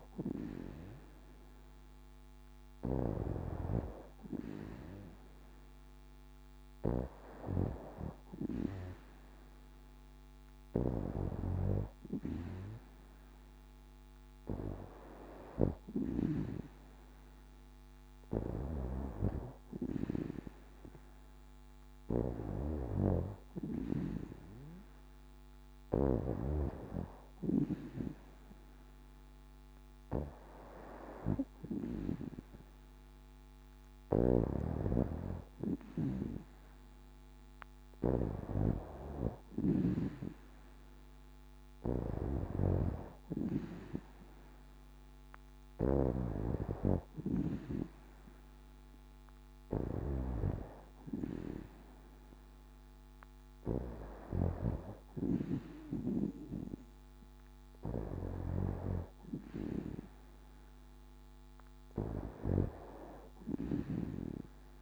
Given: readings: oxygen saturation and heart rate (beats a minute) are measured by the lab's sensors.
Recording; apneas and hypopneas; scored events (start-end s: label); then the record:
breathing in sleep by a microphone on the trachea; none
33.50-39.50 s: snoring (device-marked)
45.50-54.50 s: snoring (device-marked)
From the record:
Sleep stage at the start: N2 (light sleep); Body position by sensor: on the back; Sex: female